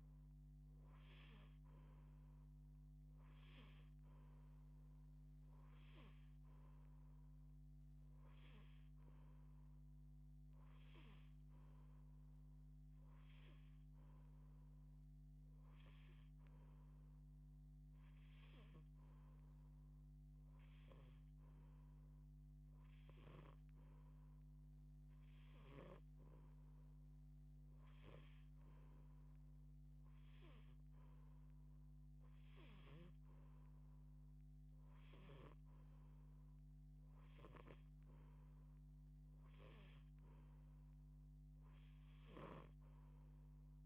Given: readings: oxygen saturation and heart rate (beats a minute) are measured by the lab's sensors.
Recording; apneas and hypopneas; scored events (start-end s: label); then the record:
breathing in sleep by a microphone on the trachea; none
none scored
From the record:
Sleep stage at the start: N2 (light sleep); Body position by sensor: on the back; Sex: female